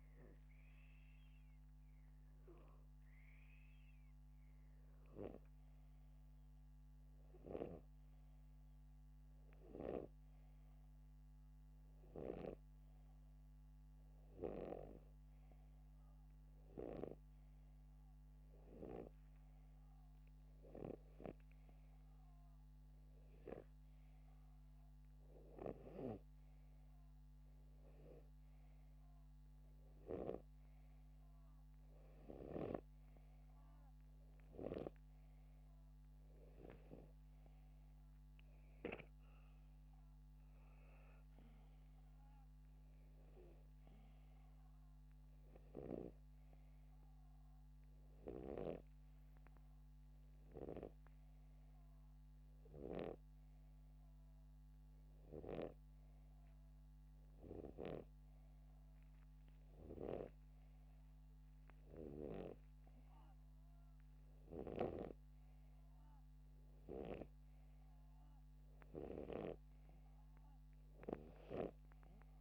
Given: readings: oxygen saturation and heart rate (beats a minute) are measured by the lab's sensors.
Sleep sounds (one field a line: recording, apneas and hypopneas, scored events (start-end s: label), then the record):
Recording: breathing in sleep by a microphone on the trachea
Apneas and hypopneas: none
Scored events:
8.00-13.00 s: snoring (device-marked)
16.50-27.50 s: oxygen desaturation (device-marked, oxygen 96% before, 93% lowest, heart rate 79 before, 80 extreme)
56.00-65.50 s: snoring (device-marked)
From the record:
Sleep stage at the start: N2 (light sleep)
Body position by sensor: upright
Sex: male